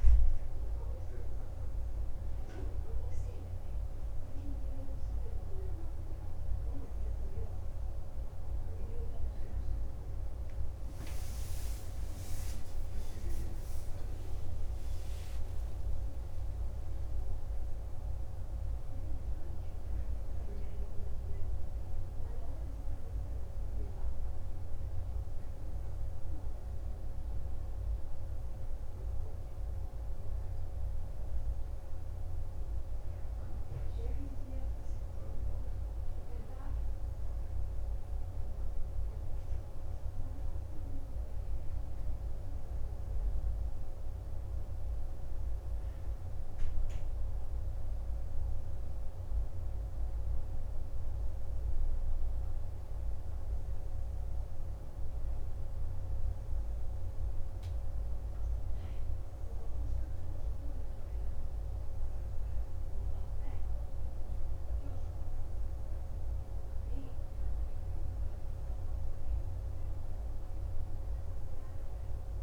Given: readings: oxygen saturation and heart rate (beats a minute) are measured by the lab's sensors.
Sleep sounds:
breathing in sleep, hard to hear, by a room microphone; none
none scored
From the record:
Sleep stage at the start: N2 (light sleep); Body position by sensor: on the back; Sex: male

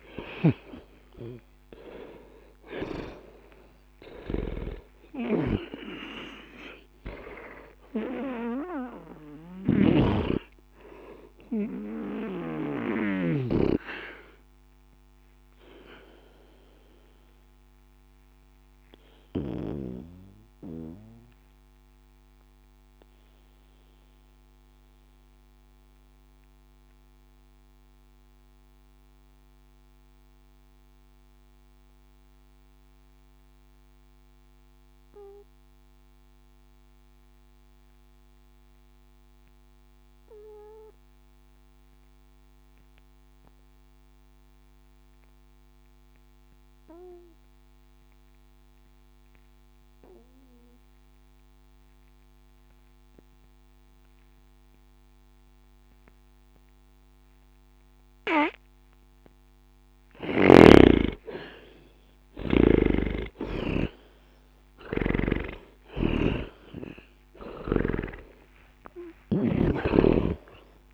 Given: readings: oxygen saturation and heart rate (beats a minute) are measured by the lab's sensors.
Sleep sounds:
breathing in sleep by a microphone on the trachea; 1
0.00-3.00 s: arousal
0.00-34.00 s: oxygen desaturation (device-marked, oxygen 76% lowest, heart rate 60 extreme)
15.00-60.50 s: obstructive apnea (oxygen 95% before, 76% lowest, heart rate 60 before, 60 extreme, up 10 after)
52.00-70.94 s: oxygen desaturation (device-marked, oxygen 98% before, 77% lowest, heart rate 60 before, 60 extreme)
60.00-70.94 s: snoring (device-marked)
64.00-68.50 s: arousal
From the record:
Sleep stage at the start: N2 (light sleep); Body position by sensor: on the back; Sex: male

